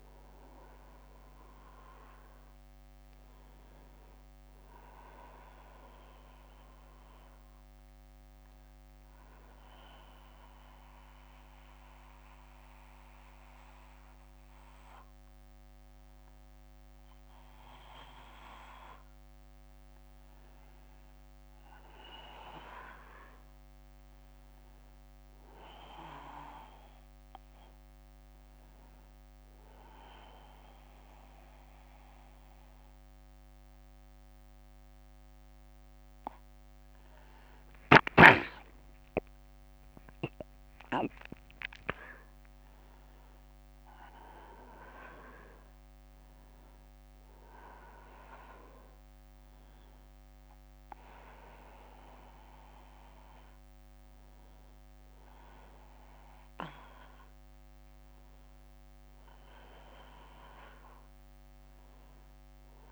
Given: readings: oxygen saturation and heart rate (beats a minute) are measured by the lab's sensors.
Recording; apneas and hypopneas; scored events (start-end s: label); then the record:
breathing in sleep by a microphone on the trachea; 1
7.00-19.50 s: mixed apnea (oxygen 97% before, 95% lowest, heart rate 90 before, 63 extreme, up 4 after)
35.00-39.50 s: arousal
From the record:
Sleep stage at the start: N1 (lightest sleep); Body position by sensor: on the back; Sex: male